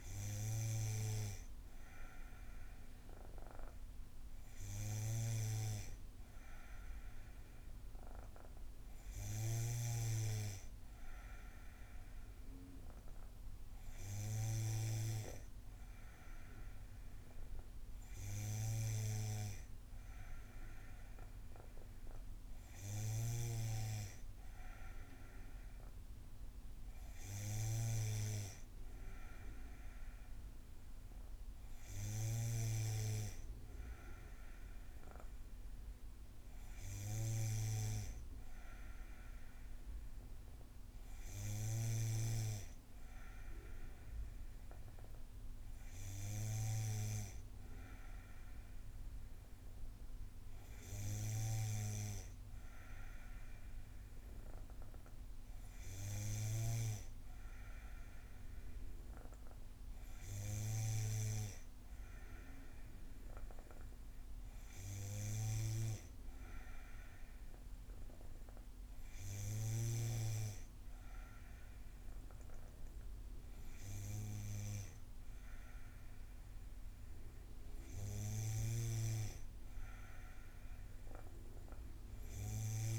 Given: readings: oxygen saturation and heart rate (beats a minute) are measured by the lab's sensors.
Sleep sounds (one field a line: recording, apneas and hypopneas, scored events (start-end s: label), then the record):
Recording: breathing in sleep by a room microphone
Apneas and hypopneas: none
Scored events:
78.50-82.99 s: snoring (device-marked)
From the record:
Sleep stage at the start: N2 (light sleep)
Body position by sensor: on the back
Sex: female